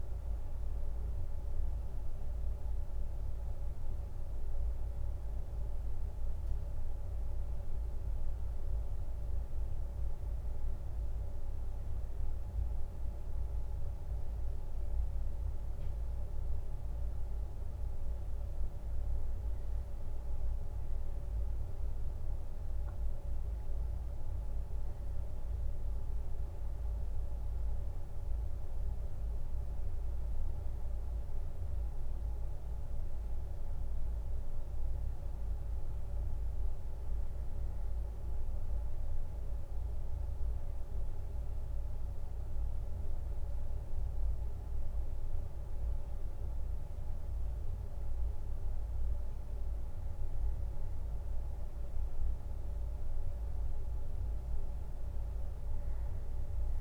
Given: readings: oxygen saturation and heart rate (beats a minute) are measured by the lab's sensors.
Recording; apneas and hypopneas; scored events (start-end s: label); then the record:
a person awake in a sleep study, hard to hear, by a room microphone; none
none scored
From the record:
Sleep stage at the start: awake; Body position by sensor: on the left side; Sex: male